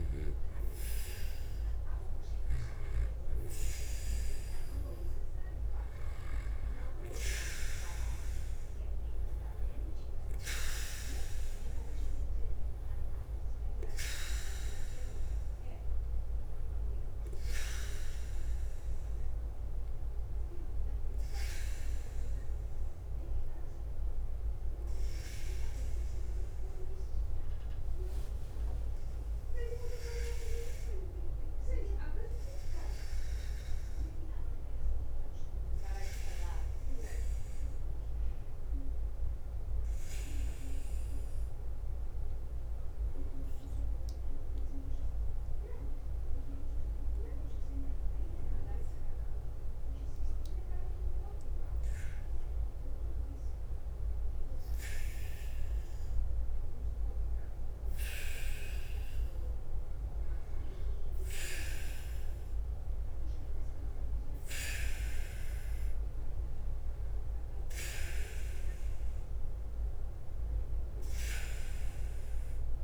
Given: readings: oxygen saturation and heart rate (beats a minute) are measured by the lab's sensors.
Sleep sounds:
breathing in sleep by a room microphone; 1
0.00-4.00 s: arousal
0.00-47.00 s: bradycardia (device-marked, heart rate 45 extreme)
22.50-24.50 s: long interval between heartbeats (device-marked, heart rate 52 before, 55 extreme)
29.00-32.00 s: arousal
32.00-55.00 s: oxygen desaturation (device-marked, oxygen 97% before, 91% lowest, heart rate 52 before, 48 extreme)
34.00-52.50 s: hypopnea (oxygen 97% before, 91% lowest, heart rate 52 before, 48 extreme, up 5 after)
49.00-72.84 s: bradycardia (device-marked, heart rate 51 before, 46 extreme)
55.00-61.50 s: arousal
From the record:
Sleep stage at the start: N2 (light sleep); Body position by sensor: on the back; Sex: male

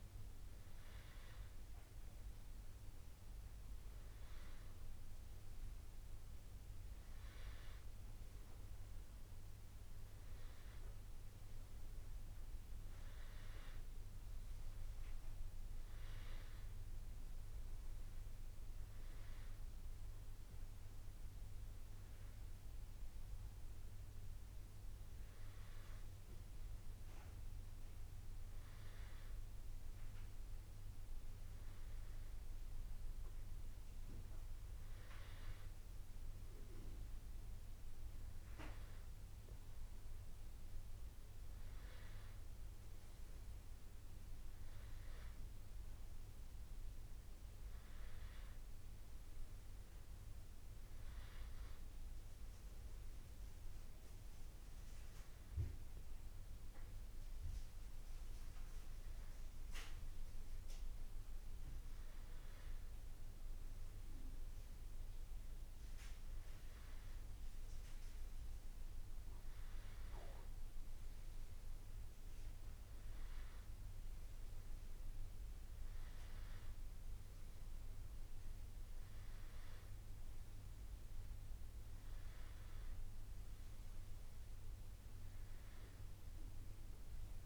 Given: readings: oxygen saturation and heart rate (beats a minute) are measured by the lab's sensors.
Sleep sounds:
breathing in sleep, hard to hear, by a room microphone; none
none scored
From the record:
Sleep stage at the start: N2 (light sleep); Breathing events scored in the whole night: 145 in 4.9 hours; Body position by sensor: on the back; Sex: male

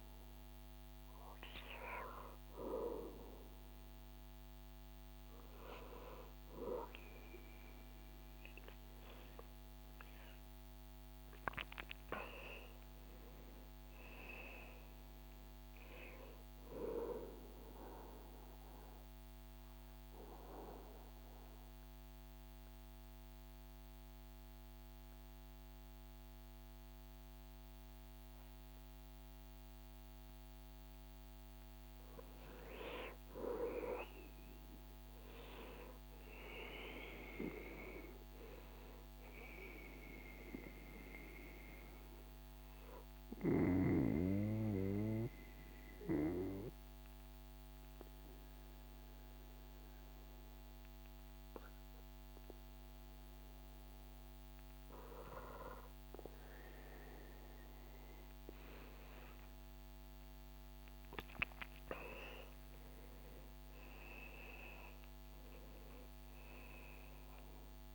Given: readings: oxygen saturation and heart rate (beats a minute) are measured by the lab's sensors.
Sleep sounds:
breathing in sleep by a microphone on the trachea; 2
17.00-29.00 s: obstructive apnea (oxygen 97% before, 94% lowest, heart rate 80 before, 71 extreme, up 9 after)
31.00-35.00 s: arousal
38.50-55.50 s: oxygen desaturation (device-marked, oxygen 98% before, 94% lowest, heart rate 75 before, 74 extreme)
41.00-54.50 s: obstructive apnea (oxygen 98% before, 94% lowest, heart rate 76 before, 74 extreme, up 7 after)
58.50-63.00 s: arousal
From the record:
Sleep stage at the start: N2 (light sleep); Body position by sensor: on the back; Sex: male

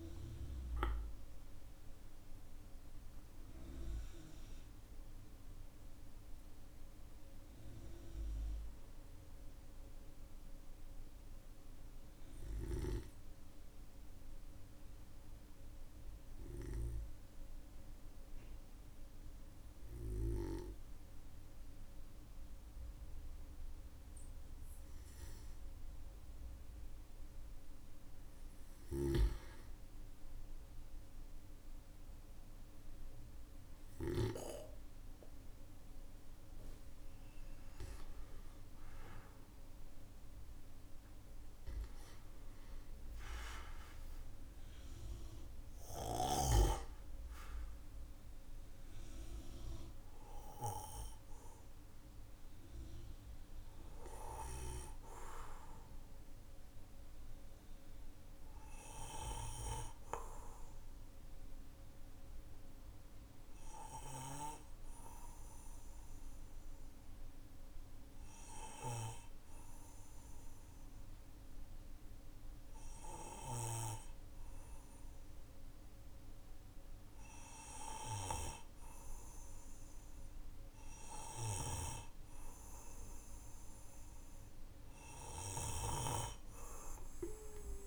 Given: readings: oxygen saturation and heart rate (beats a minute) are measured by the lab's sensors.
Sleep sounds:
breathing in sleep by a room microphone; 1
30.50-34.00 s: arousal
37.50-62.50 s: oxygen desaturation (device-marked, oxygen 98% before, 94% lowest, heart rate 54 before, 45 extreme)
56.50-82.50 s: obstructive apnea (oxygen 98% before, 94% lowest, heart rate 54 before, 45 extreme, up 7 after)
86.00-87.87 s: arousal
From the record:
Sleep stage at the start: N1 (lightest sleep); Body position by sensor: on the back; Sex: male

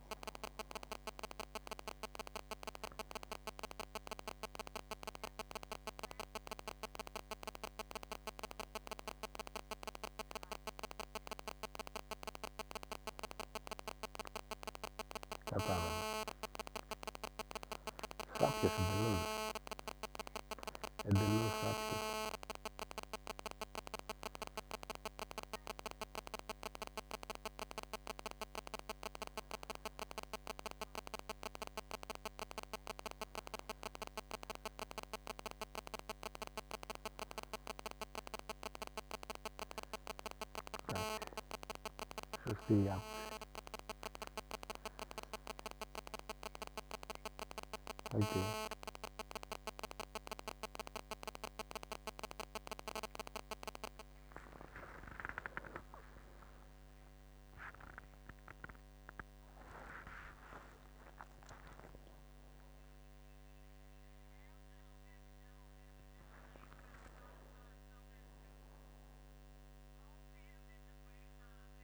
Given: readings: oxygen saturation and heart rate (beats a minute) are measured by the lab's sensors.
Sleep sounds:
a person awake in a sleep study, by a microphone on the trachea; none
none scored
From the record:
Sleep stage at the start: awake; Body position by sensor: on the back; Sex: male

